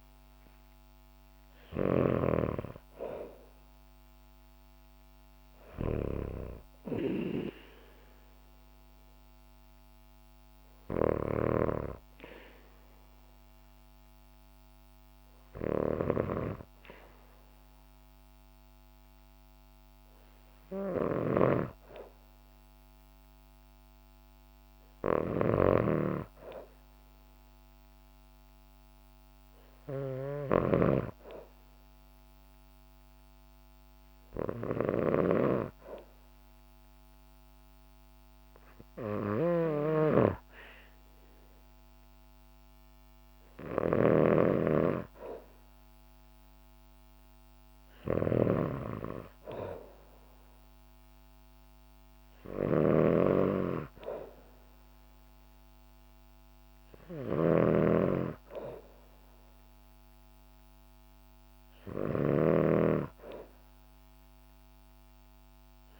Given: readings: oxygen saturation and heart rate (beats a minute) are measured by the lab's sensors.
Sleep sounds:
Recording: breathing in sleep by a microphone on the trachea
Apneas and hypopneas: none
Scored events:
0.00-65.99 s: snoring (device-marked)
From the record:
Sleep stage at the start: N2 (light sleep)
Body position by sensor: on the back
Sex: female

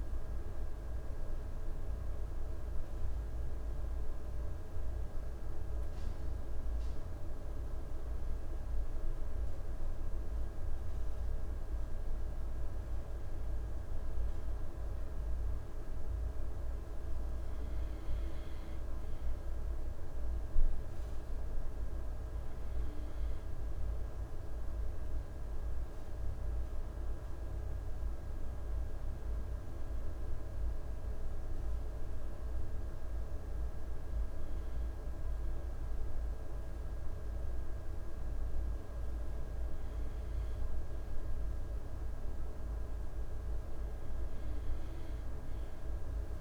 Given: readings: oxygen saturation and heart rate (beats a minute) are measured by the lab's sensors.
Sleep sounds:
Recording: breathing in sleep, hard to hear, by a room microphone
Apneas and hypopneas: none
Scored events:
none scored
From the record:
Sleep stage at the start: N2 (light sleep)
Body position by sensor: on the left side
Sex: male

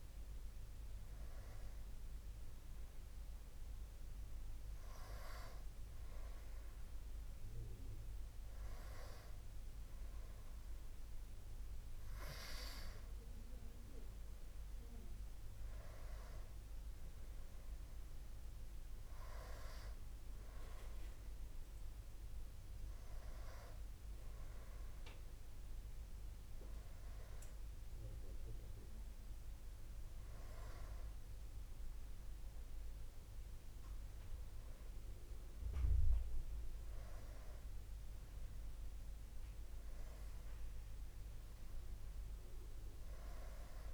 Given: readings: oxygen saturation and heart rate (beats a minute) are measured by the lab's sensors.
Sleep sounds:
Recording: breathing in sleep by a room microphone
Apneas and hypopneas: none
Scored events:
35.00-43.94 s: new sleep stage, awake
From the record:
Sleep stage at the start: N2 (light sleep)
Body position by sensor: on the back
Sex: male

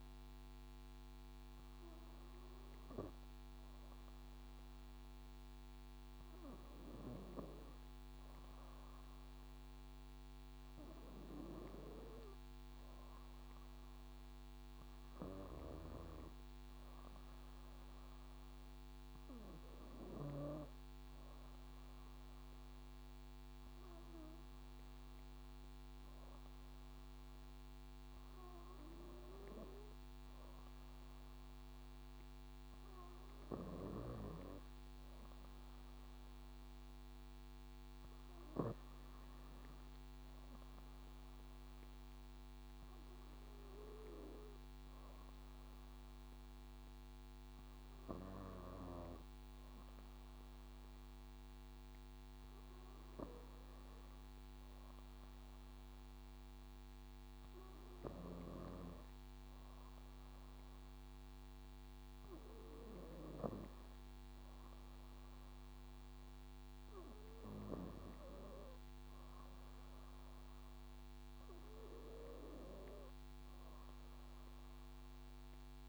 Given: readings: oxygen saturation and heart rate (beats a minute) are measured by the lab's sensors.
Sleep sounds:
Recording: breathing in sleep by a microphone on the trachea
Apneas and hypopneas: none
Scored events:
3.00-14.00 s: drop in pulse transit time (device-marked, heart rate 62 before, 60 extreme)
15.50-20.50 s: snoring (device-marked)
33.50-38.50 s: snoring (device-marked)
From the record:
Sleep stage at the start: N2 (light sleep)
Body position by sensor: on the back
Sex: female

